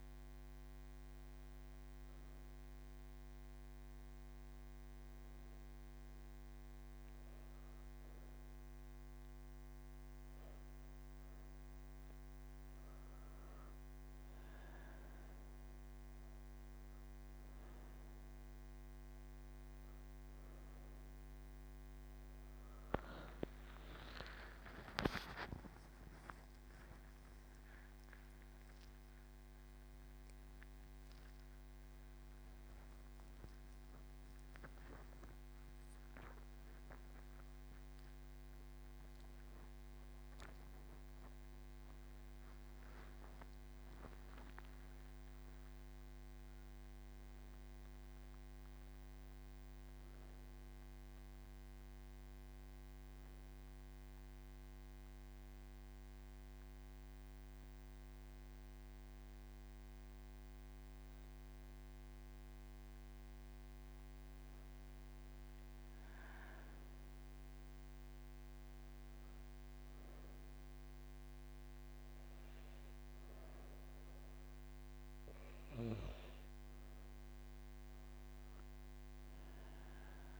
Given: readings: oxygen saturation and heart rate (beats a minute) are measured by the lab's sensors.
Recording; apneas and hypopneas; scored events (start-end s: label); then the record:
breathing in sleep, hard to hear, by a microphone on the trachea; 2
3.00-13.00 s: obstructive apnea (oxygen 97% before, 95% lowest, heart rate 50 before, 37 extreme, up 0 after)
54.00-65.00 s: obstructive apnea (oxygen 97% before, 95% lowest)
From the record:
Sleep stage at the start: N3 (deep sleep); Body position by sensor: on the right side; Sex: female